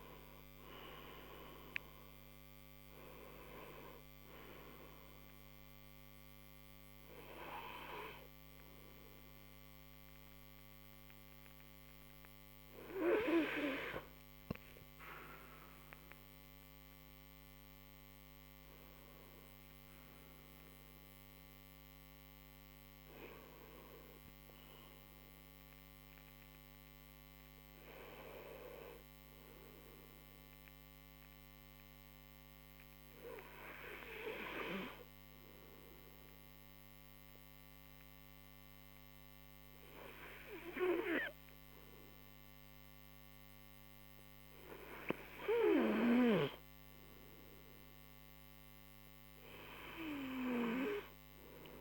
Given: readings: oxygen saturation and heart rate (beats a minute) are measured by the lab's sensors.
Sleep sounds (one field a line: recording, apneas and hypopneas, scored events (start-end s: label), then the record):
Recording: a person partly awake in a sleep study, by a microphone on the trachea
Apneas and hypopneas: none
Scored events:
0.00-8.50 s: oxygen desaturation (device-marked, oxygen 89% lowest)
15.50-45.50 s: new sleep stage, N1 (lightest sleep)
45.50-51.81 s: new sleep stage, N2 (light sleep)
From the record:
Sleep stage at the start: awake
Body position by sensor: on the right side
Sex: male